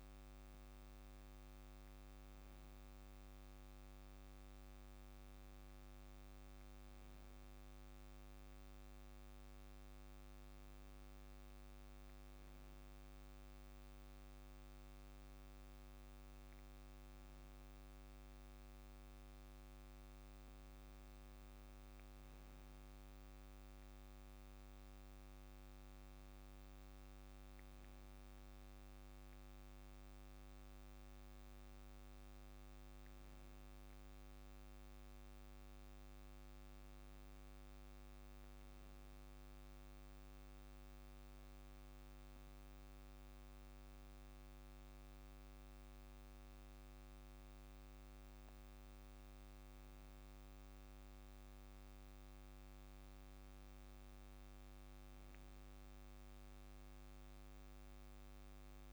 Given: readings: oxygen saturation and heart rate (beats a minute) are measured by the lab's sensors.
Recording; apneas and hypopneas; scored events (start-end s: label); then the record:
breathing in sleep, hard to hear, by a microphone on the trachea; none
17.00-19.00 s: long interval between heartbeats (device-marked, heart rate 49 before, 56 extreme)
41.00-43.00 s: long interval between heartbeats (device-marked, heart rate 49 before, 54 extreme)
44.50-46.50 s: long interval between heartbeats (device-marked, heart rate 52 before, 46 extreme)
From the record:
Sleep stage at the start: N2 (light sleep); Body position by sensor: on the back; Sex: male